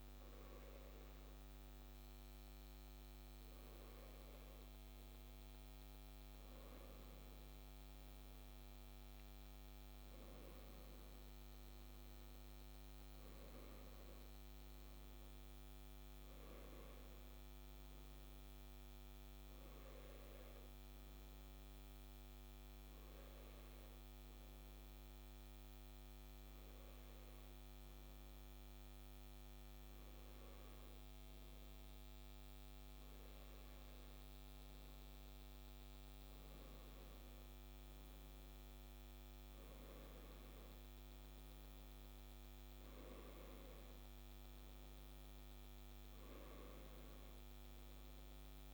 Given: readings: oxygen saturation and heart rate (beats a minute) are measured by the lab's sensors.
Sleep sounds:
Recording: breathing in sleep, hard to hear, by a microphone on the trachea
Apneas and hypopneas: 1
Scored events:
10.00-14.50 s: arousal
20.50-34.00 s: hypopnea (oxygen 97% before, 96% lowest)
39.50-44.00 s: arousal
From the record:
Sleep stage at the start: N2 (light sleep)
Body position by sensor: on the left side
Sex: male

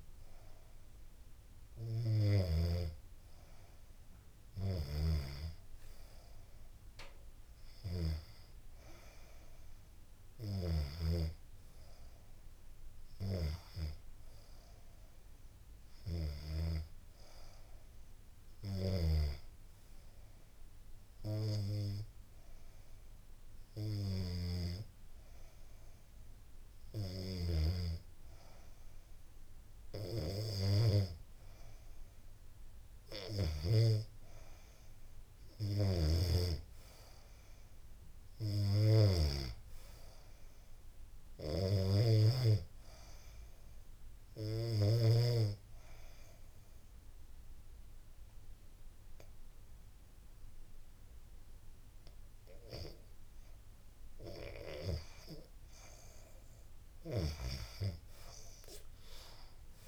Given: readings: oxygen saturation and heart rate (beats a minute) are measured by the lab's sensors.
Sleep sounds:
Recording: breathing in sleep by a room microphone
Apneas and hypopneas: 2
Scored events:
0.00-1.50 s: snoring (device-marked)
18.00-29.00 s: hypopnea (oxygen 94% before, 88% lowest, heart rate 78 before, 73 extreme, up 1 after)
32.50-36.00 s: arousal
34.50-44.00 s: snoring (device-marked)
44.50-54.50 s: obstructive apnea (oxygen 94% before, 88% lowest, heart rate 78 before, 72 extreme, up 9 after)
From the record:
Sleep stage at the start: N2 (light sleep)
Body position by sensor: on the back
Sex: female

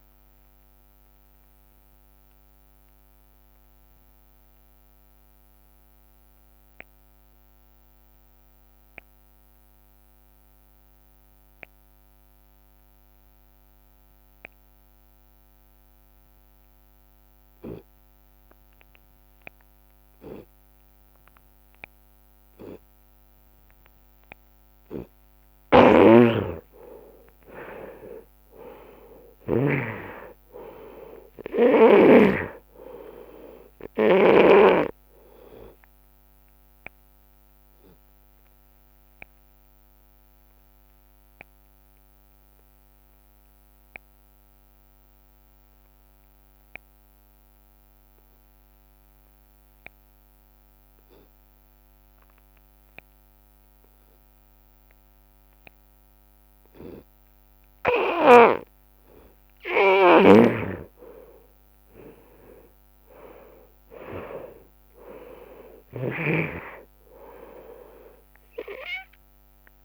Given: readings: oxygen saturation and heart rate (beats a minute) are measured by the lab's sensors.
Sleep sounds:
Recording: breathing in sleep by a microphone on the trachea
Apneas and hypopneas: 2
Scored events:
0.00-7.00 s: drop in pulse transit time (device-marked, heart rate 45 extreme)
0.00-23.00 s: oxygen desaturation (device-marked, oxygen 92% lowest)
0.50-25.00 s: obstructive apnea (oxygen 98% before, 91% lowest)
1.00-3.00 s: long interval between heartbeats (device-marked, heart rate 103 before, 49 extreme)
7.00-9.00 s: long interval between heartbeats (device-marked, heart rate 77 before, 49 extreme)
13.00-21.00 s: drop in pulse transit time (device-marked)
18.00-20.00 s: long interval between heartbeats (device-marked, heart rate 40 before, 31 extreme)
20.50-22.50 s: long interval between heartbeats (device-marked, heart rate 38 before, 40 extreme)
23.00-25.00 s: long interval between heartbeats (device-marked, heart rate 38 before, 81 extreme)
25.50-30.00 s: snoring (device-marked)
26.00-28.00 s: long interval between heartbeats (device-marked, heart rate 43 before, 90 extreme)
26.50-30.50 s: arousal
29.50-31.50 s: long interval between heartbeats (device-marked, heart rate 50 before, 84 extreme)
33.00-43.00 s: drop in pulse transit time (device-marked, heart rate 57 before, 40 extreme)
34.00-36.00 s: long interval between heartbeats (device-marked, heart rate 58 before, 47 extreme)
36.00-38.00 s: long interval between heartbeats (device-marked, heart rate 61 before, 55 extreme)
37.00-57.50 s: obstructive apnea (oxygen 93% before, 89% lowest)
38.00-40.00 s: long interval between heartbeats (device-marked, heart rate 64 before, 73 extreme)
40.00-42.00 s: long interval between heartbeats (device-marked, heart rate 69 before, 78 extreme)
45.50-47.50 s: long interval between heartbeats (device-marked, heart rate 69 before, 41 extreme)
48.50-50.50 s: long interval between heartbeats (device-marked, heart rate 61 before, 51 extreme)
51.00-53.00 s: long interval between heartbeats (device-marked, heart rate 56 before, 78 extreme)
53.50-55.50 s: long interval between heartbeats (device-marked, heart rate 58 before, 70 extreme)
55.00-61.00 s: oxygen desaturation (device-marked, oxygen 94% before, 91% lowest)
57.00-59.00 s: long interval between heartbeats (device-marked, heart rate 61 before, 65 extreme)
59.50-61.50 s: long interval between heartbeats (device-marked, heart rate 61 before, 73 extreme)
60.00-65.00 s: arousal
60.50-66.50 s: snoring (device-marked)
68.50-69.85 s: long interval between heartbeats (device-marked, heart rate 59 before, 37 extreme)
From the record:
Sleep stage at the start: N2 (light sleep)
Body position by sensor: on the left side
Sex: male

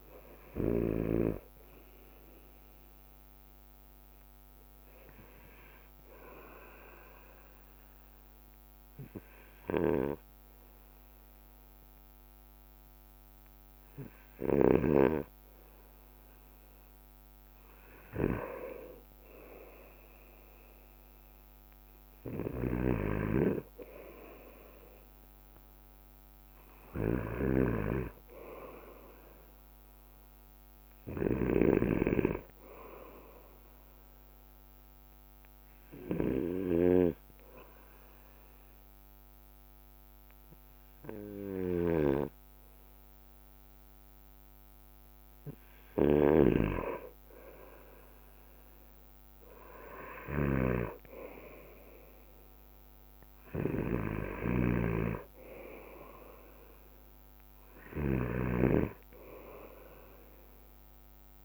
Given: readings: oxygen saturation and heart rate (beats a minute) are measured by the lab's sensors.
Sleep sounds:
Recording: breathing in sleep by a microphone on the trachea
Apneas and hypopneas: 2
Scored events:
0.00-1.00 s: snoring (device-marked)
0.00-4.50 s: oxygen desaturation (device-marked, oxygen 89% lowest, heart rate 56 extreme)
0.00-15.50 s: bradycardia (device-marked, heart rate 56 extreme)
4.00-15.50 s: hypopnea (oxygen 93% before, 90% lowest, heart rate 57 before, 56 extreme, up 4 after)
14.50-61.44 s: snoring (device-marked)
17.50-19.50 s: bradycardia (device-marked, heart rate 60 before, 59 extreme)
18.00-22.50 s: arousal
20.50-61.44 s: bradycardia (device-marked, heart rate 60 before, 55 extreme)
36.00-47.00 s: hypopnea (oxygen 92% before, 91% lowest, heart rate 58 before, 55 extreme, up 1 after)
49.00-53.00 s: arousal
From the record:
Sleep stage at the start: N2 (light sleep)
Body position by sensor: on the right side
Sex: male

